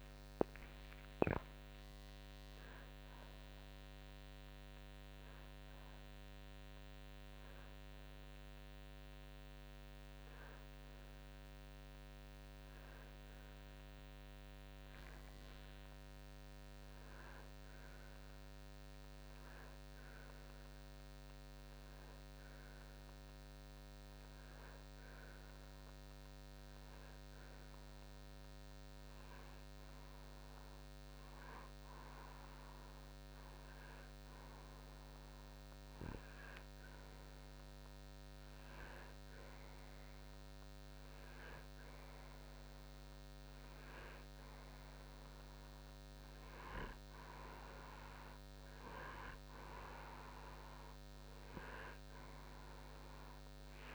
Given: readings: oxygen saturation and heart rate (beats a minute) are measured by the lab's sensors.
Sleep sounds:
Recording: a person partly awake in a sleep study, by a microphone on the trachea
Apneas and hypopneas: none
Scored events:
9.50-39.50 s: new sleep stage, N1 (lightest sleep)
39.50-53.95 s: new sleep stage, N2 (light sleep)
From the record:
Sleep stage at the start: awake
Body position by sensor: on the right side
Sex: male

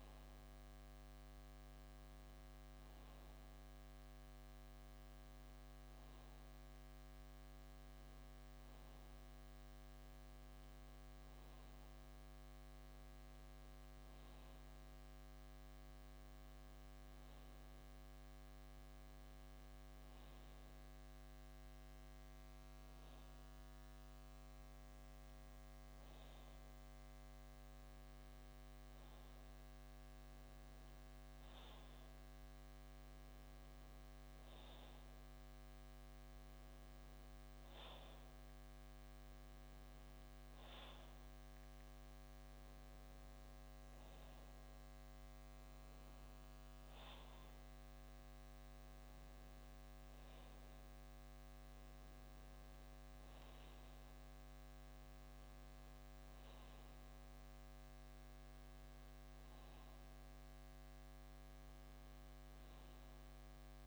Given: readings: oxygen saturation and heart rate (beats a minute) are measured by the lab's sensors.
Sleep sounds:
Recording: breathing in sleep, hard to hear, by a microphone on the trachea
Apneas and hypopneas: none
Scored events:
none scored
From the record:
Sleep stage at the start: REM sleep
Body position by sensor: on the back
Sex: male

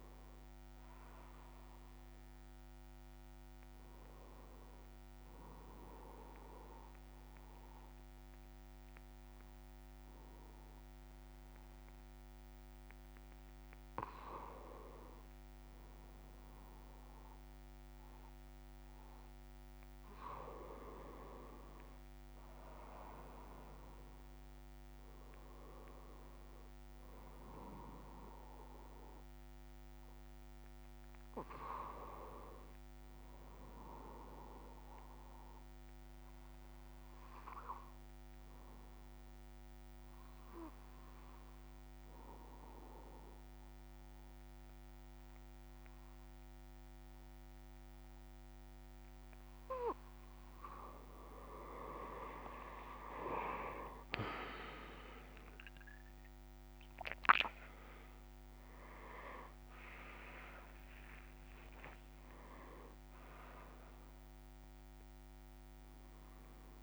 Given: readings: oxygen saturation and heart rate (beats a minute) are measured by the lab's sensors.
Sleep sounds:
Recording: breathing in sleep by a microphone on the trachea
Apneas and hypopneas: 2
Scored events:
0.00-1.50 s: oxygen desaturation (device-marked, oxygen 94% lowest)
5.50-15.50 s: obstructive apnea (oxygen 98% before, 94% lowest)
39.00-51.50 s: obstructive apnea (oxygen 98% before, 94% lowest)
From the record:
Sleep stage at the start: N2 (light sleep)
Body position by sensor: on the back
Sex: male

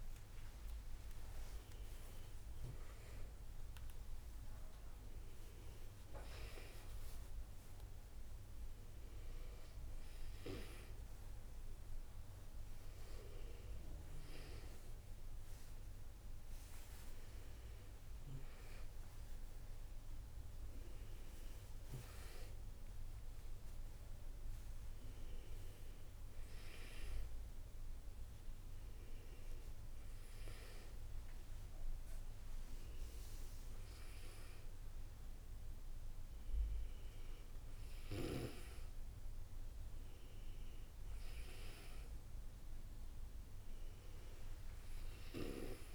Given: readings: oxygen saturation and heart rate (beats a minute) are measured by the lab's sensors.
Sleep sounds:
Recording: a person awake in a sleep study, by a room microphone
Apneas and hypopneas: none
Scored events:
none scored
From the record:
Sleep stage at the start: awake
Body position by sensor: on the back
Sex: female

